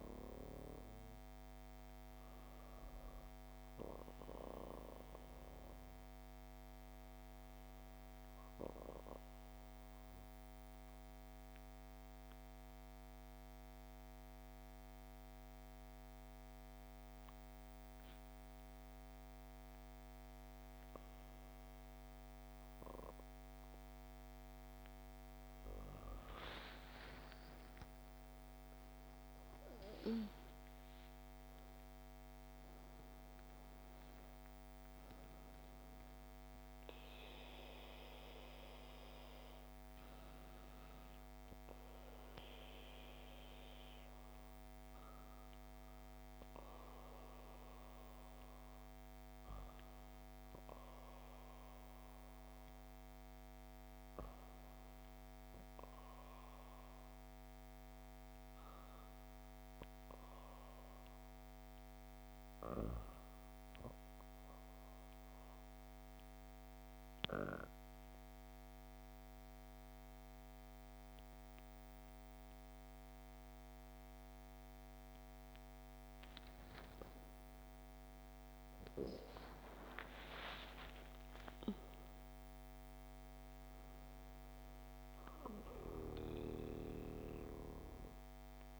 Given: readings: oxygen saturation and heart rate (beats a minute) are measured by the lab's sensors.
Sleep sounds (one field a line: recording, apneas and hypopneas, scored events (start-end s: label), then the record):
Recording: breathing in sleep by a microphone on the trachea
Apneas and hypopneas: 2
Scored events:
8.50-20.50 s: obstructive apnea (oxygen 96% before, 95% lowest, heart rate 58 before, 54 extreme, up 8 after)
26.00-29.50 s: arousal
63.50-75.50 s: obstructive apnea (oxygen 98% before, 95% lowest, heart rate 72 before, 57 extreme, up 15 after)
76.50-81.50 s: arousal
From the record:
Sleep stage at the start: N2 (light sleep)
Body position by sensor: on the back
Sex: female